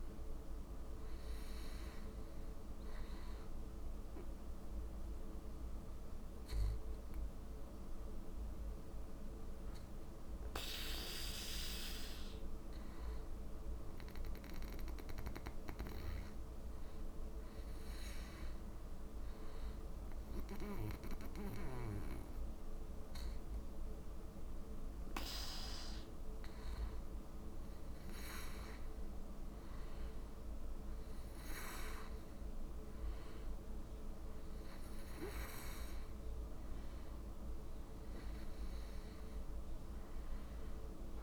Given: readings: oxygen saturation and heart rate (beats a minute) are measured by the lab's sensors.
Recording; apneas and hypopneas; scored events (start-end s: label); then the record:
breathing in sleep by a room microphone; 1
3.00-14.00 s: obstructive apnea (oxygen 97% before, 94% lowest)
17.00-21.00 s: arousal
From the record:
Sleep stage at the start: N2 (light sleep); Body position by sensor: on the back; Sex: male